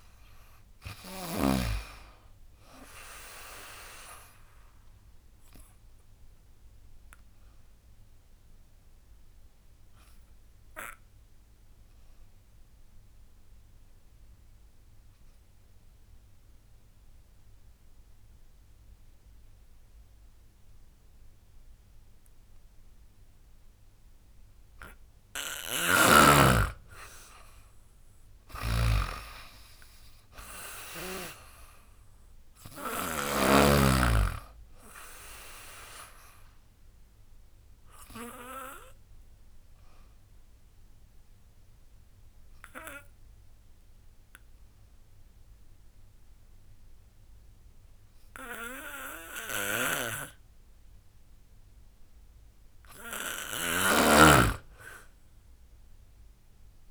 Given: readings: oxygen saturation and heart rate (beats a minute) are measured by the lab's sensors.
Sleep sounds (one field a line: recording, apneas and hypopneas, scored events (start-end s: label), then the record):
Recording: breathing in sleep by a room microphone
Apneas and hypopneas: 2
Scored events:
0.00-8.50 s: drop in pulse transit time (device-marked, heart rate 79 extreme)
0.00-20.50 s: oxygen desaturation (device-marked, oxygen 89% lowest, heart rate 67 extreme)
3.50-24.00 s: obstructive apnea (oxygen 98% before, 89% lowest, heart rate 80 before, 67 extreme, up 16 after)
25.50-33.00 s: snoring (device-marked)
26.50-29.50 s: arousal
27.50-41.50 s: drop in pulse transit time (device-marked, heart rate 73 before, 77 extreme)
33.50-50.50 s: oxygen desaturation (device-marked, oxygen 98% before, 91% lowest, heart rate 76 before, 68 extreme)
36.50-52.00 s: obstructive apnea (oxygen 99% before, 90% lowest, heart rate 79 before, 68 extreme, up 16 after)
49.50-56.91 s: snoring (device-marked)
54.50-56.91 s: arousal
55.50-56.91 s: drop in pulse transit time (device-marked, heart rate 75 before, 79 extreme)
From the record:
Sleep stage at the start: N2 (light sleep)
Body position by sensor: on the back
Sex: female